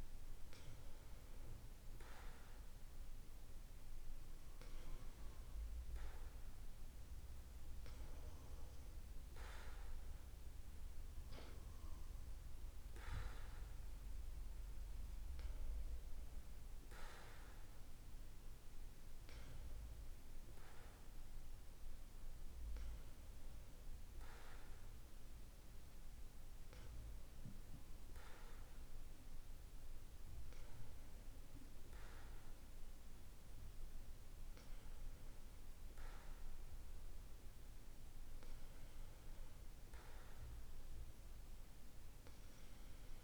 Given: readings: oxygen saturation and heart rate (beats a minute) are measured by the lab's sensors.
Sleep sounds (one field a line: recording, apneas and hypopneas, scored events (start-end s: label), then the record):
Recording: breathing in sleep by a room microphone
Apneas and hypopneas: none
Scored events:
none scored
From the record:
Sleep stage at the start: N2 (light sleep)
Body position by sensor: on the back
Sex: male